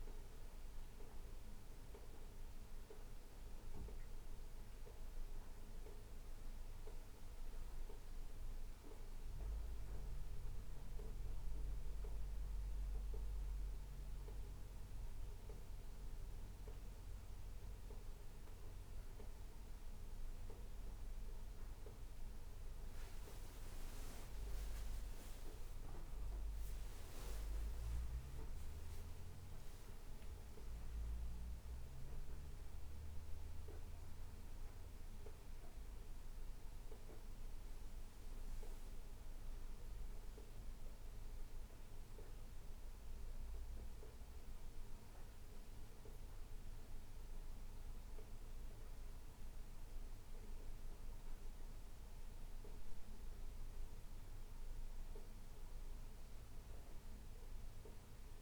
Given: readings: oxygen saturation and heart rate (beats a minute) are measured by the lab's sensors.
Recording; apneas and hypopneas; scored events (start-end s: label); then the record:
breathing in sleep, hard to hear, by a room microphone; none
24.00-28.50 s: arousal
47.50-58.42 s: new sleep stage, N2 (light sleep)
From the record:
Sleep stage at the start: N1 (lightest sleep); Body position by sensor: on the right side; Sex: male